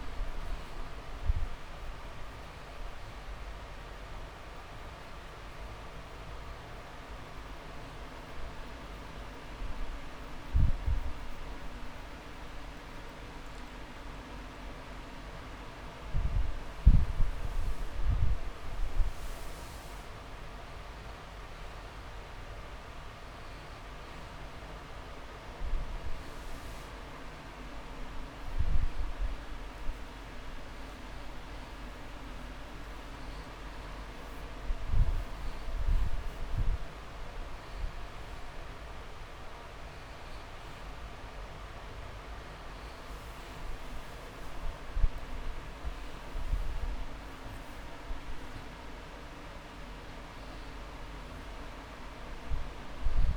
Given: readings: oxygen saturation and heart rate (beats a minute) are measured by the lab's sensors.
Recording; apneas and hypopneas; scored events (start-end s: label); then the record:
breathing in sleep, hard to hear, by a room microphone; 1
4.50-15.50 s: hypopnea (oxygen 98% before, 93% lowest)
15.50-24.50 s: oxygen desaturation (device-marked, oxygen 97% before, 93% lowest)
21.00-24.00 s: arousal
52.00-53.37 s: long interval between heartbeats (device-marked)
From the record:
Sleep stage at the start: N2 (light sleep); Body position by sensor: on the back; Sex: male